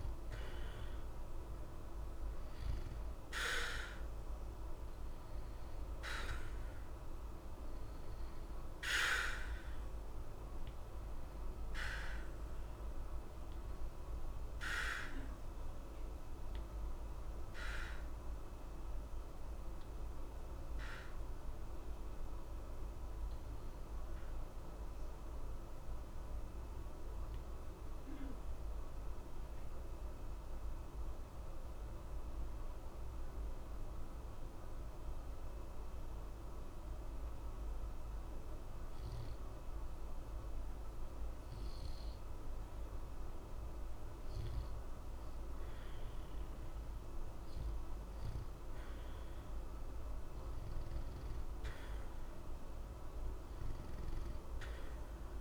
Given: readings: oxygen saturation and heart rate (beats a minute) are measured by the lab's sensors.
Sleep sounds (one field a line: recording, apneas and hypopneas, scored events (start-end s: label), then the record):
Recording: breathing in sleep by a room microphone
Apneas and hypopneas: 1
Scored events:
9.00-38.00 s: oxygen desaturation (device-marked, oxygen 93% before, 87% lowest, heart rate 60 before, 60 extreme)
23.50-42.00 s: obstructive apnea (oxygen 94% before, 87% lowest, heart rate 60 before, 60 extreme, up 2 after)
44.50-49.00 s: arousal
From the record:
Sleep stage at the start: N2 (light sleep)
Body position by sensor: on the back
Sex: male